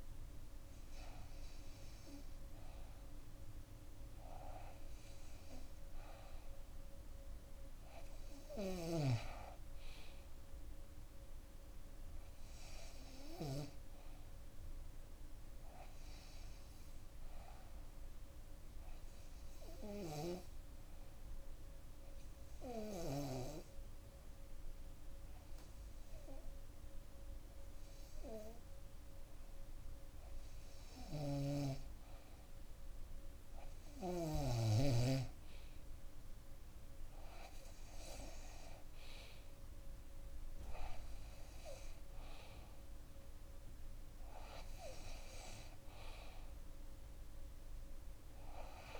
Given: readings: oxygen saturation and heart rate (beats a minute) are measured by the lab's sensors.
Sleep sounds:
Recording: breathing in sleep by a room microphone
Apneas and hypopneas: 1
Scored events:
0.00-1.00 s: oxygen desaturation (device-marked, oxygen 92% lowest, heart rate 64 extreme)
19.50-30.50 s: obstructive apnea (oxygen 95% before, 93% lowest, heart rate 66 before, 62 extreme, up 4 after)
30.50-34.00 s: snoring (device-marked)
41.00-46.00 s: arousal
45.00-49.00 s: oxygen desaturation (device-marked, oxygen 96% before, 93% lowest, heart rate 66 before, 61 extreme)
From the record:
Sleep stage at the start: REM sleep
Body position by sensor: on the back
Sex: female

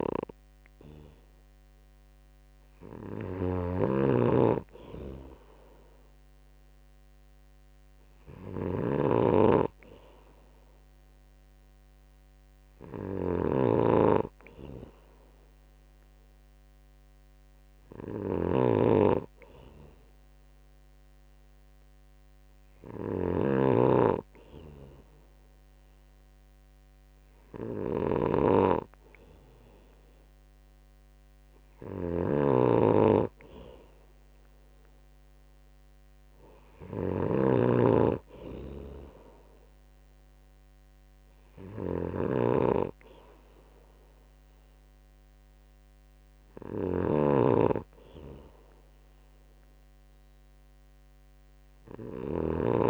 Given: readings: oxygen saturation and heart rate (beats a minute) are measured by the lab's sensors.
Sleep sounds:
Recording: breathing in sleep by a microphone on the trachea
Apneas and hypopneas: none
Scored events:
0.00-52.90 s: snoring (device-marked)
From the record:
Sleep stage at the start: N2 (light sleep)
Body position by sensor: on the right side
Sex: male

